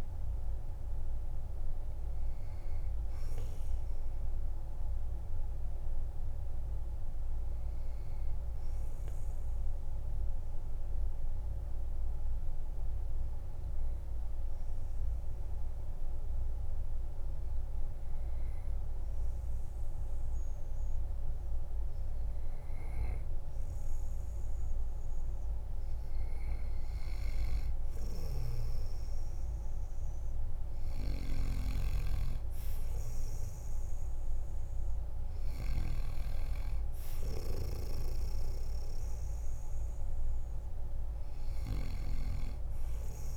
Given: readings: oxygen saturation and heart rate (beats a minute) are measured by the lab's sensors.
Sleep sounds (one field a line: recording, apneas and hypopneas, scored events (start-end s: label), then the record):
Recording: breathing in sleep by a room microphone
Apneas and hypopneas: 1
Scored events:
0.00-15.00 s: oxygen desaturation (device-marked, oxygen 92% lowest, heart rate 47 extreme)
8.00-25.50 s: obstructive apnea (oxygen 97% before, 93% lowest, heart rate 58 before, 48 extreme, up 4 after)
31.50-35.00 s: arousal
32.00-43.37 s: oxygen desaturation (device-marked, oxygen 98% before, 93% lowest, heart rate 50 before, 47 extreme)
From the record:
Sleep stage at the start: N2 (light sleep)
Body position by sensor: on the back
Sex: male